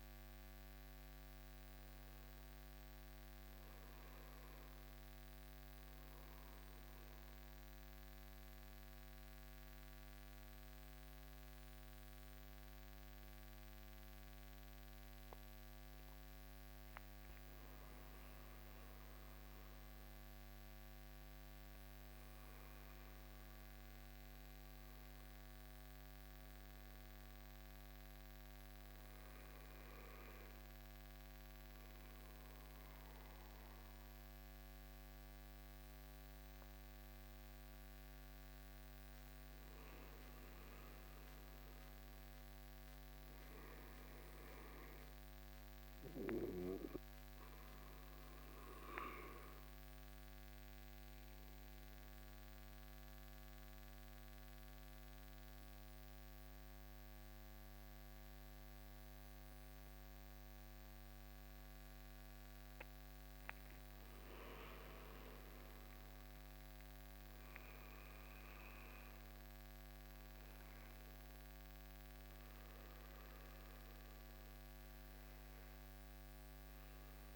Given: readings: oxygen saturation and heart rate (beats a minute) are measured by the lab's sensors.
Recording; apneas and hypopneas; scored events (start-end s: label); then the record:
breathing in sleep, hard to hear, by a microphone on the trachea; 2
3.00-18.00 s: mixed apnea (oxygen 98% before, 93% lowest, heart rate 67 before, 66 extreme, up 2 after)
19.50-23.50 s: arousal
45.50-53.50 s: oxygen desaturation (device-marked, oxygen 96% before, 93% lowest, heart rate 67 before, 66 extreme)
48.00-64.00 s: mixed apnea (oxygen 96% before, 91% lowest, heart rate 67 before, 63 extreme, up 3 after)
66.00-70.00 s: arousal
From the record:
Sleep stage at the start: N2 (light sleep); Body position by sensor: on the right side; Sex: male